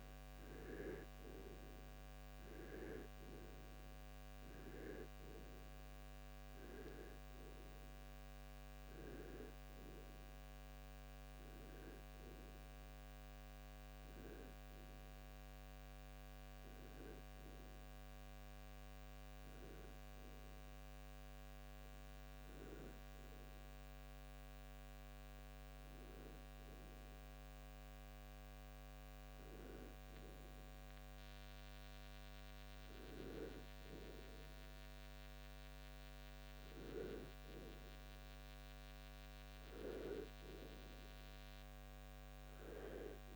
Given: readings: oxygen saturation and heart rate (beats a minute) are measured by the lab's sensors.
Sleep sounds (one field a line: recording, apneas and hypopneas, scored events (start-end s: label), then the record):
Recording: breathing in sleep by a microphone on the trachea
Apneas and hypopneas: none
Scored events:
19.00-37.00 s: oxygen desaturation (device-marked, oxygen 95% before, 85% lowest, heart rate 74 before, 60 extreme)
From the record:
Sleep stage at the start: REM sleep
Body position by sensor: on the right side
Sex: male